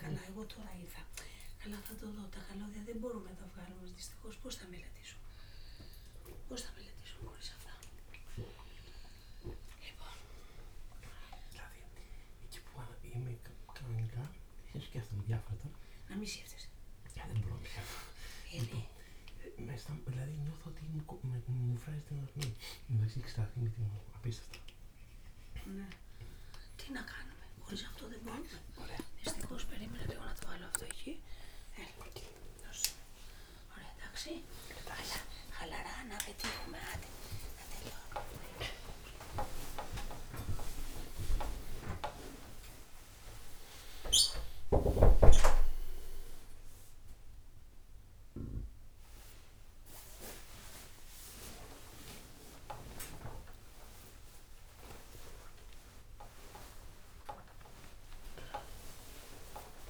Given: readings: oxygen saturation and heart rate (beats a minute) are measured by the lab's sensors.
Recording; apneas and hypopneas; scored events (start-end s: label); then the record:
a person awake in a sleep study, by a room microphone; none
38.00-54.00 s: bradycardia (device-marked)
From the record:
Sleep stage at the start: awake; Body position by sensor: on the right side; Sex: male